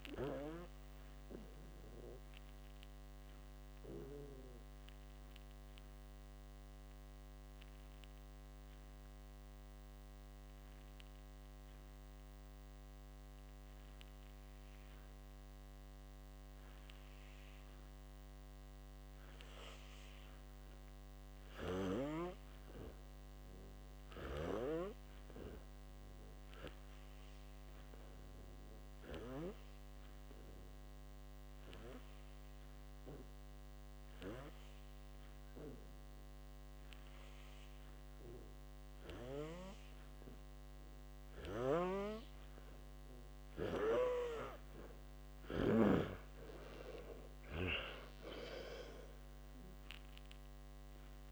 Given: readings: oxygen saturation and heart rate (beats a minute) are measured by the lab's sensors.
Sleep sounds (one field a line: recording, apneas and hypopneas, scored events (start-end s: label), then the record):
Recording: breathing in sleep by a microphone on the trachea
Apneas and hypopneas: 2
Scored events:
5.50-19.00 s: obstructive apnea (oxygen 99% before, 84% lowest, heart rate 66 before, 55 extreme, up 1 after)
9.50-29.50 s: oxygen desaturation (device-marked, oxygen 99% before, 88% lowest, heart rate 66 before, 55 extreme)
22.00-25.50 s: arousal
30.00-41.50 s: hypopnea (oxygen 99% before, 84% lowest, heart rate 57 before, 58 extreme, up 23 after)
43.50-51.32 s: oxygen desaturation (device-marked, oxygen 95% before, 88% lowest, heart rate 57 before, 58 extreme)
45.00-48.50 s: arousal
From the record:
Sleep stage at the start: N2 (light sleep)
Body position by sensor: on the back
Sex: male